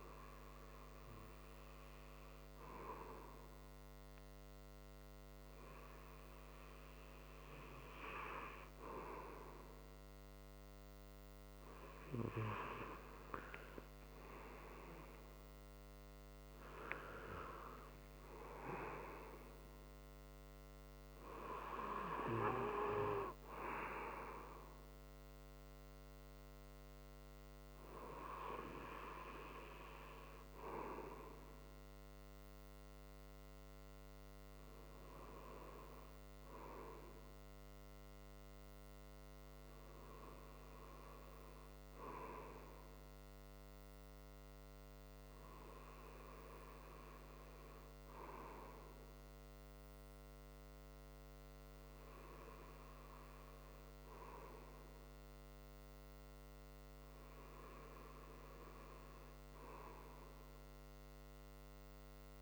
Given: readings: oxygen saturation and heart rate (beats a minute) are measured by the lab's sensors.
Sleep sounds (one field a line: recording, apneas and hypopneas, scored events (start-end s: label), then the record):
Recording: breathing in sleep by a microphone on the trachea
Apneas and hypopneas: none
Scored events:
12.50-18.00 s: arousal
23.50-32.50 s: oxygen desaturation (device-marked, oxygen 96% before, 93% lowest)
From the record:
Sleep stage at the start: N2 (light sleep)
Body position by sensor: on the right side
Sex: male